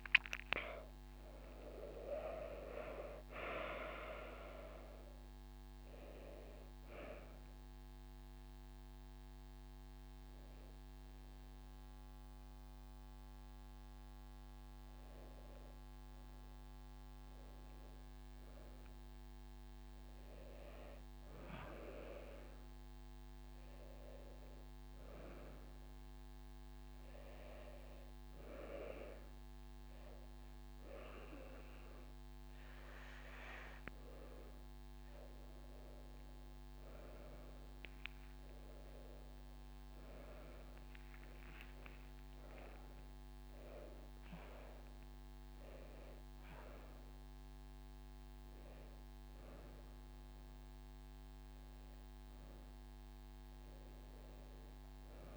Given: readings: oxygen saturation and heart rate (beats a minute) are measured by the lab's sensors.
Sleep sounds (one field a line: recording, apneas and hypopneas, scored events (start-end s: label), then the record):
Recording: breathing in sleep by a microphone on the trachea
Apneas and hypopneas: 1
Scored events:
0.00-2.00 s: long interval between heartbeats (device-marked, heart rate 37 before, 66 extreme)
0.00-4.50 s: drop in pulse transit time (device-marked, heart rate 47 extreme)
7.50-15.50 s: drop in pulse transit time (device-marked)
12.50-14.50 s: long interval between heartbeats (device-marked)
24.00-26.00 s: long interval between heartbeats (device-marked)
25.50-36.50 s: hypopnea (oxygen 98% before, 93% lowest)
35.00-37.00 s: long interval between heartbeats (device-marked)
39.50-55.37 s: oxygen desaturation (device-marked, oxygen 96% before, 93% lowest)
40.50-45.00 s: arousal
43.00-45.00 s: long interval between heartbeats (device-marked)
43.50-47.50 s: drop in pulse transit time (device-marked)
From the record:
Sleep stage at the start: N2 (light sleep)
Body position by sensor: on the back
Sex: female